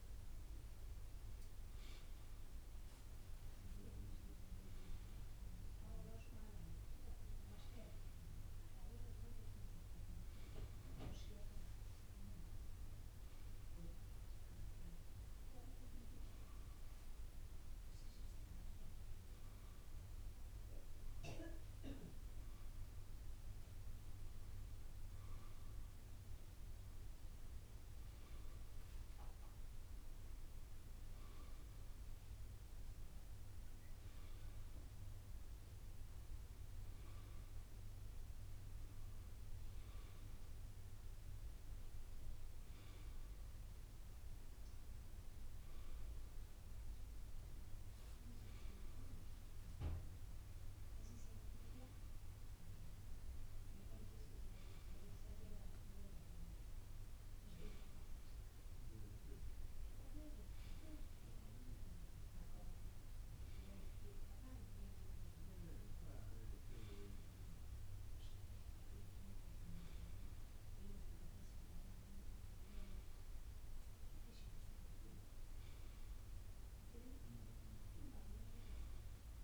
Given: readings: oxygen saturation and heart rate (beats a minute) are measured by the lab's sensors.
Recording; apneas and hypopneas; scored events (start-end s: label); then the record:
a person awake in a sleep study, by a room microphone; none
none scored
From the record:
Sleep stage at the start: awake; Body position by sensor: on the right side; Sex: male